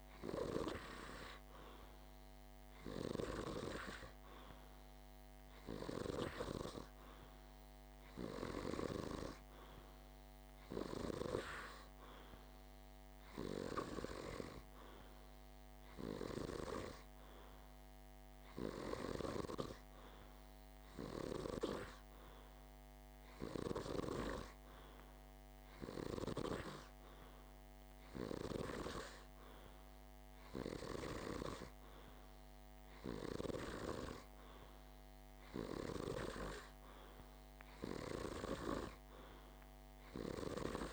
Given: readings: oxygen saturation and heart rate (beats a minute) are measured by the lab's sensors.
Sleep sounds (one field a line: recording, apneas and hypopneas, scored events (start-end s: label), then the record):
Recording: breathing in sleep by a microphone on the trachea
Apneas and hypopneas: none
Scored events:
none scored
From the record:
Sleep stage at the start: N2 (light sleep)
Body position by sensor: on the back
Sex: male